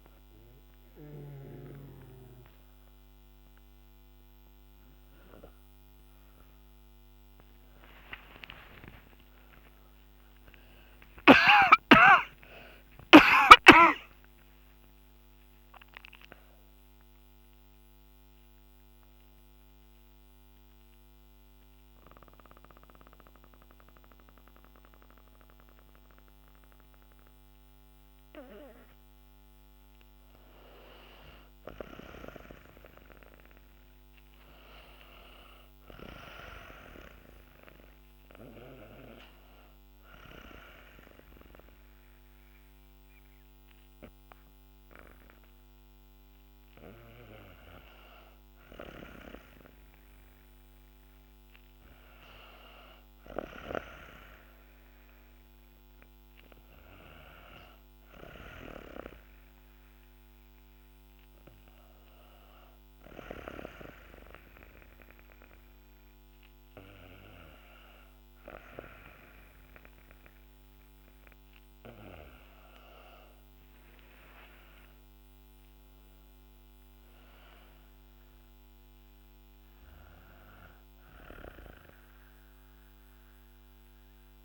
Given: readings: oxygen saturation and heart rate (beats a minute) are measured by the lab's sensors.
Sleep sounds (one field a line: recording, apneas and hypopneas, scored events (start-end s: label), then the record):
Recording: a person partly awake in a sleep study, by a microphone on the trachea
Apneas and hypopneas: 1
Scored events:
8.00-84.44 s: new sleep stage, N2 (light sleep)
11.50-13.50 s: long interval between heartbeats (device-marked, heart rate 66 before, 75 extreme)
18.00-29.00 s: mixed apnea (oxygen 97% before, 94% lowest, heart rate 72 before, 58 extreme, up 5 after)
30.00-34.00 s: arousal
38.00-50.00 s: oxygen desaturation (device-marked, oxygen 99% before, 94% lowest, heart rate 64 before, 61 extreme)
From the record:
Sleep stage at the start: awake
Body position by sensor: on the back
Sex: female